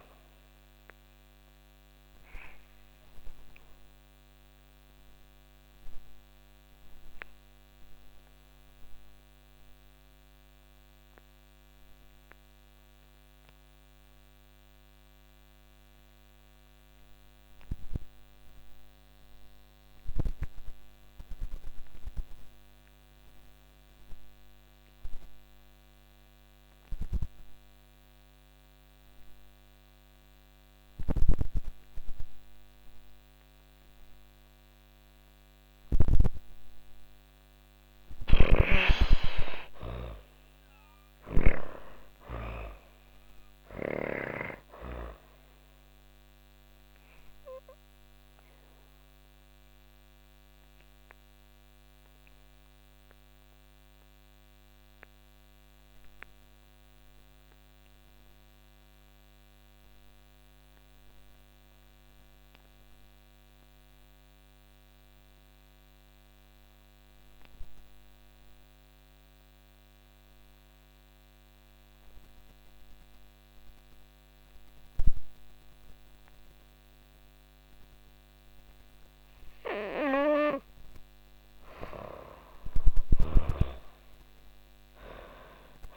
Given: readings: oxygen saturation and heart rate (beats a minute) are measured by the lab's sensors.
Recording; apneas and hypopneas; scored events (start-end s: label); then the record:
breathing in sleep by a microphone on the trachea; 2
0.00-14.50 s: oxygen desaturation (device-marked, oxygen 62% lowest, heart rate 93 extreme)
2.00-36.50 s: obstructive apnea (oxygen 91% before, 62% lowest, heart rate 139 before, 108 extreme, up 37 after)
27.50-65.50 s: oxygen desaturation (device-marked, oxygen 99% before, 69% lowest, heart rate 148 before, 89 extreme)
37.00-44.00 s: snoring (device-marked)
38.00-42.00 s: arousal
49.00-78.50 s: obstructive apnea (oxygen 99% before, 69% lowest, heart rate 137 before, 79 extreme)
73.50-85.97 s: oxygen desaturation (device-marked, oxygen 98% before, 72% lowest, heart rate 131 before, 69 extreme)
81.00-85.00 s: arousal
81.50-85.00 s: snoring (device-marked)
From the record:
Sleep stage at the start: N2 (light sleep); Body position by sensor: on the back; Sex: female